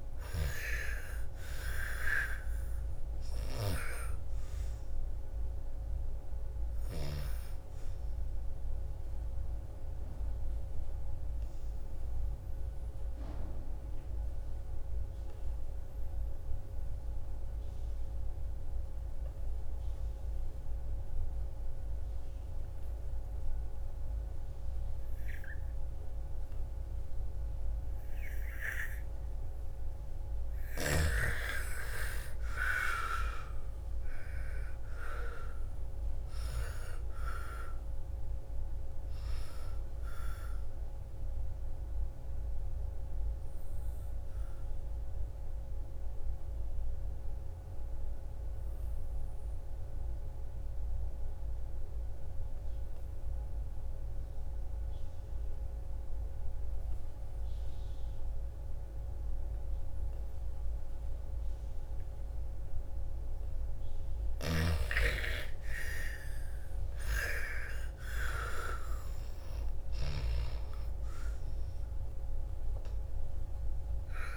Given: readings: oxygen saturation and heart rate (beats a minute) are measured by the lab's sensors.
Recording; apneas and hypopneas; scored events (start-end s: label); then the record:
breathing in sleep by a room microphone; 2
0.00-2.50 s: arousal
0.00-16.00 s: oxygen desaturation (device-marked, oxygen 87% lowest, heart rate 55 extreme)
8.00-29.00 s: obstructive apnea (oxygen 99% before, 81% lowest, heart rate 63 before, 55 extreme, up 14 after)
28.00-56.00 s: oxygen desaturation (device-marked, oxygen 98% before, 81% lowest, heart rate 58 before, 55 extreme)
31.50-36.00 s: arousal
40.50-63.00 s: obstructive apnea (oxygen 98% before, 81% lowest, heart rate 62 before, 54 extreme, up 13 after)
61.00-74.37 s: oxygen desaturation (device-marked, oxygen 99% before, 84% lowest, heart rate 58 before, 54 extreme)
64.00-70.00 s: snoring (device-marked)
65.50-70.00 s: arousal
From the record:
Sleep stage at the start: N2 (light sleep); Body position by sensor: on the back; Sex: female